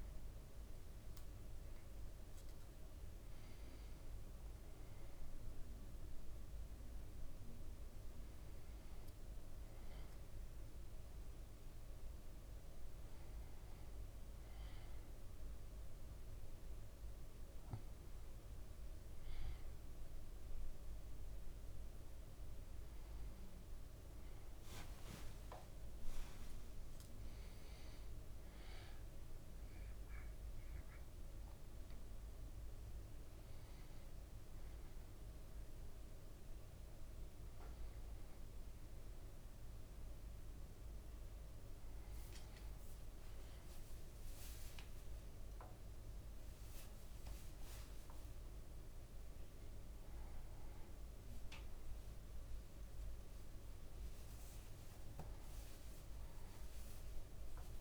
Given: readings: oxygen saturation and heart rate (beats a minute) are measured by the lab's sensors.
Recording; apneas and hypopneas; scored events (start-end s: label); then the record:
breathing in sleep, hard to hear, by a room microphone; none
5.50-7.50 s: leg movement (device-marked)
24.00-28.50 s: arousal
24.50-28.00 s: leg movement (device-marked)
44.00-45.00 s: leg movement (device-marked)
54.00-57.81 s: leg movement (device-marked)
From the record:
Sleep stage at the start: N1 (lightest sleep); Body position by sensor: on the back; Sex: male